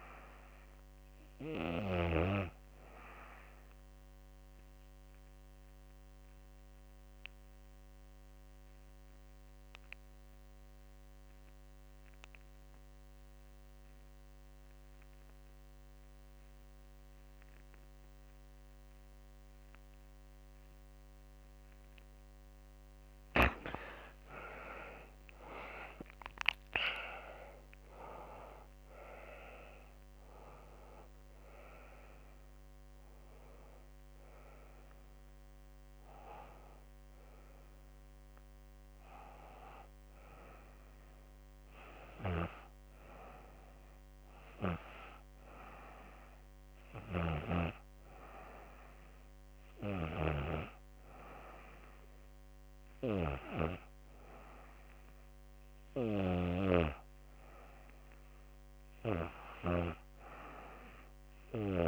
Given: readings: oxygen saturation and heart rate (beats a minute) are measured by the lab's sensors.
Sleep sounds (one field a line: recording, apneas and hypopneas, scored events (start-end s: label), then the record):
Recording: breathing in sleep by a microphone on the trachea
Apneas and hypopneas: 2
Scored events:
2.00-21.50 s: obstructive apnea (oxygen 97% before, 81% lowest, heart rate 83 before, 69 extreme, up 15 after)
14.00-42.00 s: oxygen desaturation (device-marked, oxygen 96% before, 81% lowest, heart rate 76 before, 72 extreme)
22.50-26.00 s: arousal
41.00-53.50 s: hypopnea (oxygen 95% before, 82% lowest, heart rate 84 before, 75 extreme, up 0 after)
56.50-60.50 s: arousal
From the record:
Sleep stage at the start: REM sleep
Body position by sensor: on the back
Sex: female